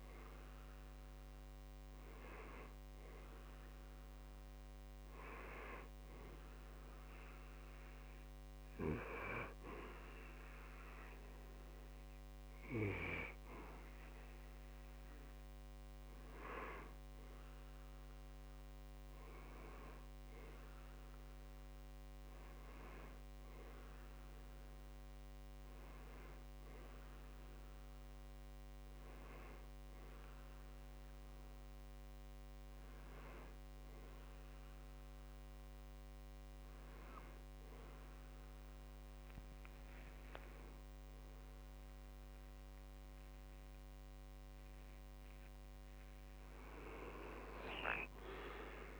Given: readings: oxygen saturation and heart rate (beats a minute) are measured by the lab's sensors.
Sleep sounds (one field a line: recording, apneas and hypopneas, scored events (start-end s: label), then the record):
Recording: breathing in sleep by a microphone on the trachea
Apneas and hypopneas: 1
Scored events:
2.50-13.50 s: oxygen desaturation (device-marked, oxygen 94% before, 91% lowest, heart rate 49 before, 36 extreme)
7.50-17.50 s: hypopnea (oxygen 94% before, 91% lowest, heart rate 42 before, 36 extreme, up 17 after)
20.50-24.00 s: arousal
32.50-49.00 s: new sleep stage, N1 (lightest sleep)
39.00-44.50 s: arousal
From the record:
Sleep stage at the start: N2 (light sleep)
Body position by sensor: on the back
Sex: male